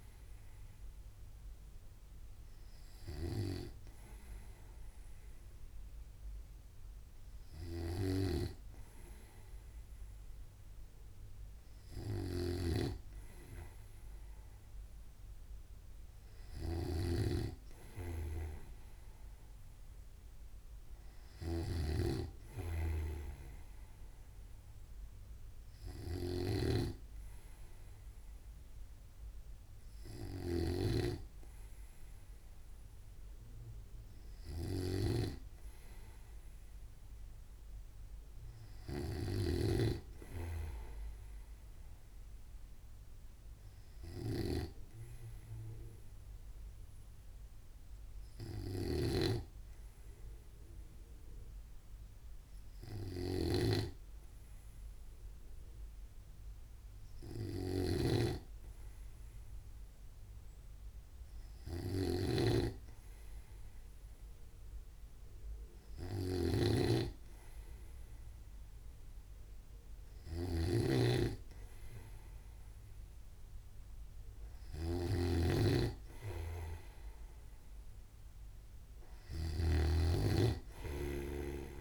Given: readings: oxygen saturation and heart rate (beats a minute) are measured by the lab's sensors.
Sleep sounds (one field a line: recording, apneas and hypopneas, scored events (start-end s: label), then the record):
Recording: breathing in sleep by a room microphone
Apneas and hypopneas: 1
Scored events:
8.50-81.81 s: snoring (device-marked)
44.00-57.50 s: hypopnea (oxygen 95% before, 92% lowest, heart rate 64 before, 62 extreme, up 0 after)
60.00-62.50 s: arousal
From the record:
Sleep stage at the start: N2 (light sleep)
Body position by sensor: on the right side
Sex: male